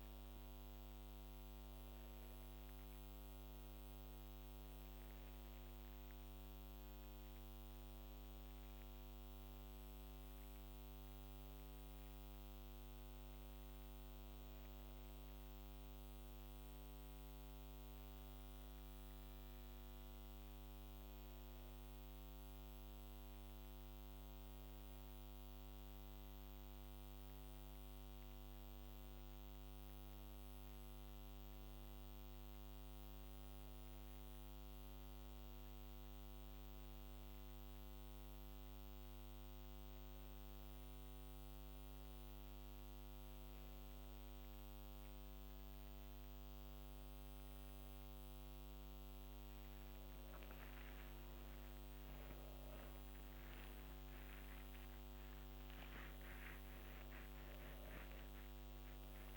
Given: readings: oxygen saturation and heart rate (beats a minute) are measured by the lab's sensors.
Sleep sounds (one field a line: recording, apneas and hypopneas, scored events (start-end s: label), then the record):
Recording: a person awake in a sleep study, hard to hear, by a microphone on the trachea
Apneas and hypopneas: none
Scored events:
none scored
From the record:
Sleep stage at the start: awake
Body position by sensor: on the back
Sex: female